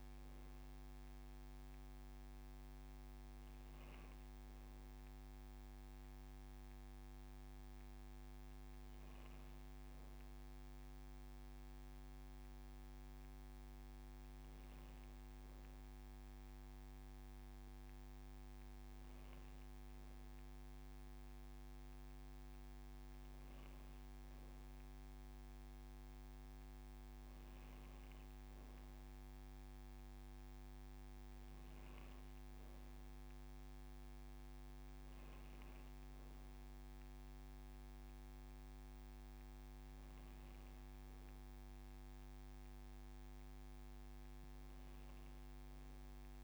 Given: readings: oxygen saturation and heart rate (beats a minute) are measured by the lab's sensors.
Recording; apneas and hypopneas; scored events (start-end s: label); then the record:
breathing in sleep, hard to hear, by a microphone on the trachea; none
0.00-2.00 s: long interval between heartbeats (device-marked, heart rate 133 before, 126 extreme)
2.50-4.50 s: long interval between heartbeats (device-marked, heart rate 134 before, 136 extreme)
4.50-6.50 s: long interval between heartbeats (device-marked, heart rate 136 before, 167 extreme)
8.00-10.00 s: long interval between heartbeats (device-marked, heart rate 143 before, 144 extreme)
13.50-15.50 s: long interval between heartbeats (device-marked, heart rate 130 before, 47 extreme)
16.00-18.00 s: long interval between heartbeats (device-marked, heart rate 121 before, 43 extreme)
19.50-21.50 s: long interval between heartbeats (device-marked, heart rate 109 before, 94 extreme)
26.00-28.00 s: long interval between heartbeats (device-marked)
29.00-31.00 s: long interval between heartbeats (device-marked, heart rate 74 before, 48 extreme)
35.50-37.50 s: long interval between heartbeats (device-marked, heart rate 79 before, 142 extreme)
41.00-43.00 s: long interval between heartbeats (device-marked, heart rate 95 before, 89 extreme)
43.00-45.00 s: long interval between heartbeats (device-marked, heart rate 95 before, 89 extreme)
From the record:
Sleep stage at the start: N2 (light sleep); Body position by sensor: on the back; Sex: female